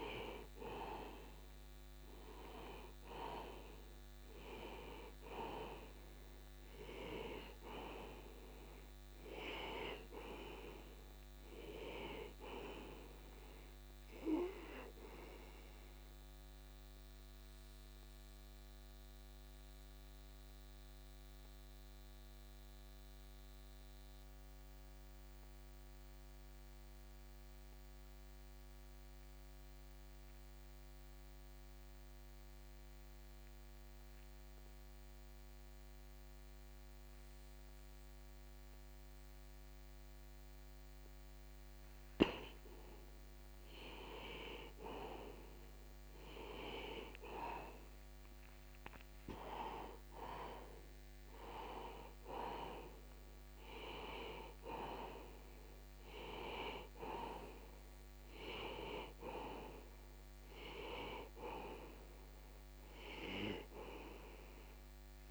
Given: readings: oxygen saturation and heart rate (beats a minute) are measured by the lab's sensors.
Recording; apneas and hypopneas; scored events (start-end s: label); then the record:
breathing in sleep by a microphone on the trachea; 1
0.50-30.50 s: oxygen desaturation (device-marked, oxygen 97% before, 86% lowest)
17.00-42.50 s: obstructive apnea (oxygen 97% before, 85% lowest)
44.50-49.00 s: arousal
47.50-65.31 s: oxygen desaturation (device-marked, oxygen 96% before, 85% lowest)
From the record:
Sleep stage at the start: N2 (light sleep); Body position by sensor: on the back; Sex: male